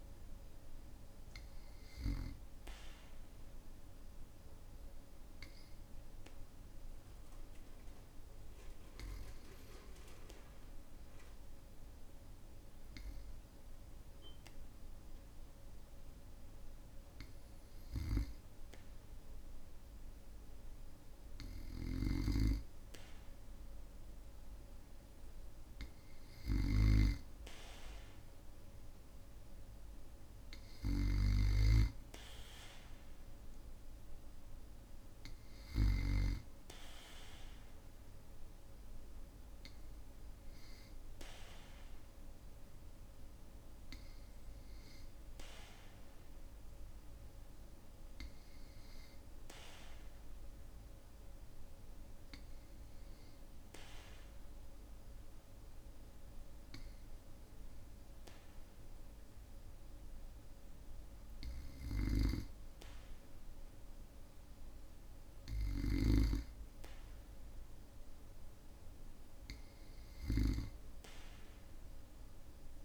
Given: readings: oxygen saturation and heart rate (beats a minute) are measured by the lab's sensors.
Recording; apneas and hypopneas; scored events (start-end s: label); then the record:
breathing in sleep by a room microphone; 2
0.50-18.50 s: obstructive apnea (oxygen 97% before, 95% lowest, heart rate 55 before, 49 extreme, up 1 after)
21.00-24.50 s: arousal
21.50-26.50 s: snoring (device-marked)
44.00-61.00 s: hypopnea (oxygen 97% before, 95% lowest, heart rate 53 before, 53 extreme, up 4 after)
63.00-66.50 s: arousal
From the record:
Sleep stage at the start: N2 (light sleep); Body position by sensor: on the back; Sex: male